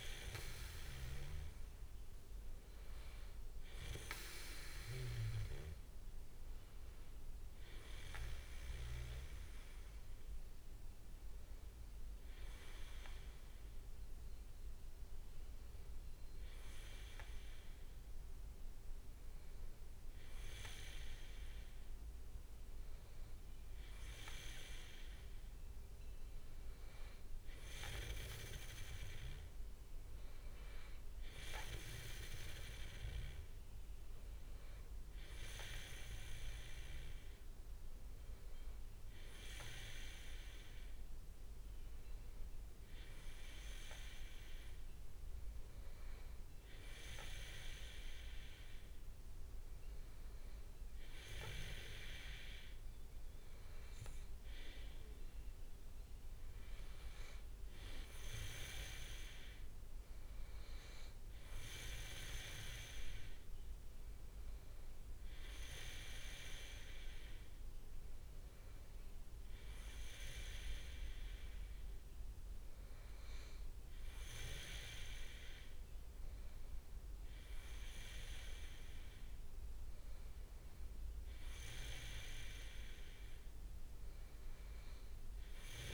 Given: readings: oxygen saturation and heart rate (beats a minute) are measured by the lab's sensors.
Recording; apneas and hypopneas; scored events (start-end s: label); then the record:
breathing in sleep by a room microphone; none
60.50-61.50 s: leg movement (device-marked)
From the record:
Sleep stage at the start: N2 (light sleep); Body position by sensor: on the back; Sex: male